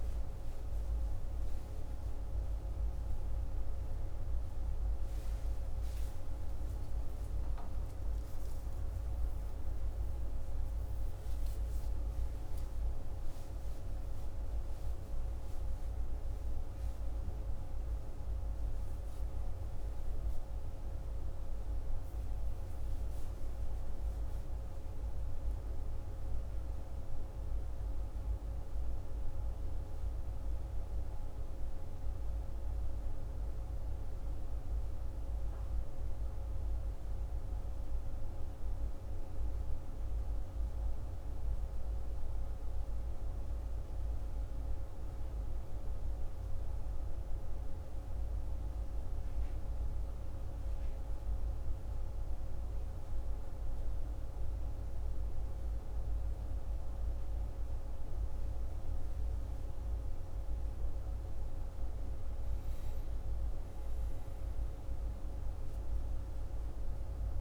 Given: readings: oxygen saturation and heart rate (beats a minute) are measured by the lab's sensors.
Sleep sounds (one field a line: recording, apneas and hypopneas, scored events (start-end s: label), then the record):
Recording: a person partly awake in a sleep study, hard to hear, by a room microphone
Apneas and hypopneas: none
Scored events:
23.00-67.41 s: new sleep stage, N1 (lightest sleep)
From the record:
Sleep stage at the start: awake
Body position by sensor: on the left side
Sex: male